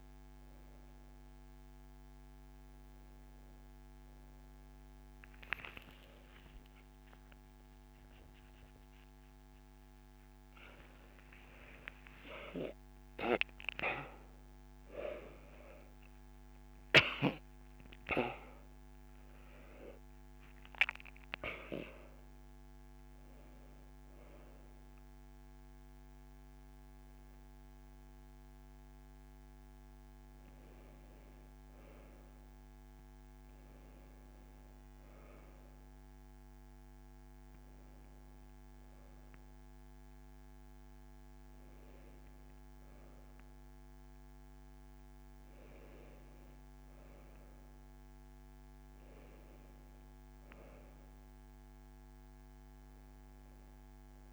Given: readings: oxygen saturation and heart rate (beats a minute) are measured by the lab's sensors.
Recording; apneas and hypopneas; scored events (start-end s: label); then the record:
breathing in sleep by a microphone on the trachea; none
7.50-12.50 s: arousal
From the record:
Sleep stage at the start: N1 (lightest sleep); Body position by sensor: on the back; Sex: female